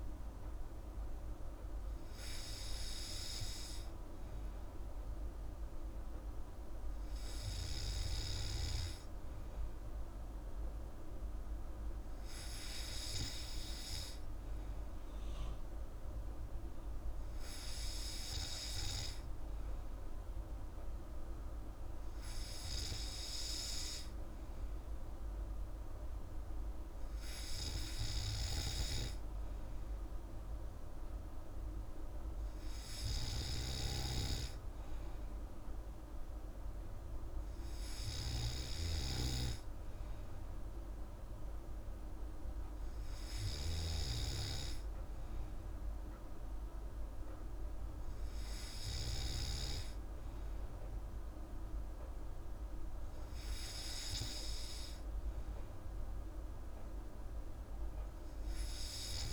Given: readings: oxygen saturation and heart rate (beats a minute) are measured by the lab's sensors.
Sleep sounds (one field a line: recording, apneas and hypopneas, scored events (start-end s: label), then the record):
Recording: breathing in sleep by a room microphone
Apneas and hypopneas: none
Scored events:
none scored
From the record:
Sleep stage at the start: N3 (deep sleep)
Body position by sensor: on the back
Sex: female